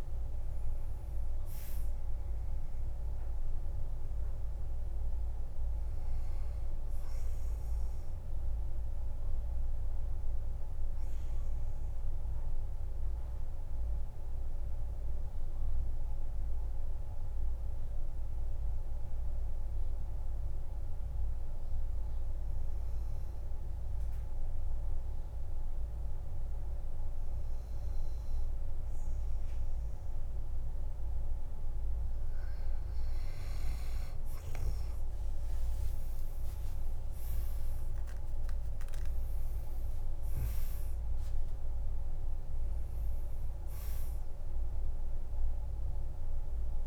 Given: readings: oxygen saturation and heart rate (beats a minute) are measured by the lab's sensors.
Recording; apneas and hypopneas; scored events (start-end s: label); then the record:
breathing in sleep, hard to hear, by a room microphone; 1
0.00-22.00 s: oxygen desaturation (device-marked, oxygen 93% lowest, heart rate 46 extreme)
13.00-32.50 s: mixed apnea (oxygen 98% before, 93% lowest, heart rate 57 before, 45 extreme, up 20 after)
36.50-40.00 s: arousal
37.00-46.87 s: oxygen desaturation (device-marked, oxygen 98% before, 93% lowest, heart rate 49 before, 45 extreme)
From the record:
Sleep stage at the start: N2 (light sleep); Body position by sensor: on the back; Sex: male